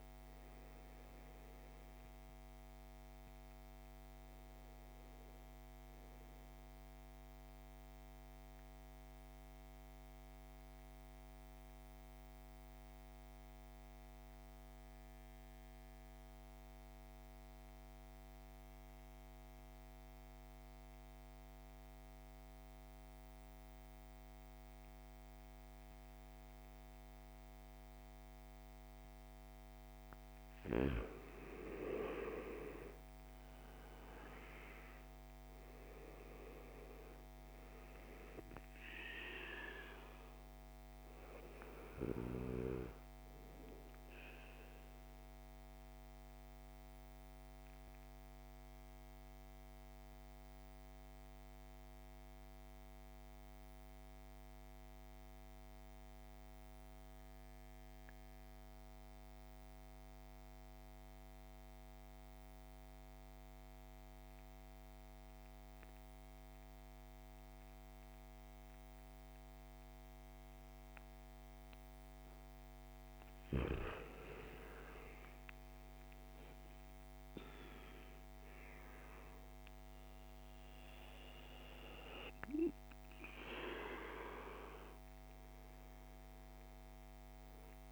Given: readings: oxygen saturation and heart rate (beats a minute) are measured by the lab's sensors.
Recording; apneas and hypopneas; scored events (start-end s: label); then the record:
breathing in sleep by a microphone on the trachea; 2
0.00-24.50 s: oxygen desaturation (device-marked, oxygen 82% lowest)
5.50-28.50 s: mixed apnea (oxygen 99% before, 82% lowest)
31.50-35.00 s: arousal
33.50-58.50 s: oxygen desaturation (device-marked, oxygen 99% before, 87% lowest)
44.00-72.00 s: mixed apnea (oxygen 99% before, 82% lowest)
69.50-87.92 s: oxygen desaturation (device-marked, oxygen 99% before, 82% lowest)
73.50-79.00 s: arousal
From the record:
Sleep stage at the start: N2 (light sleep); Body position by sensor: on the back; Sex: male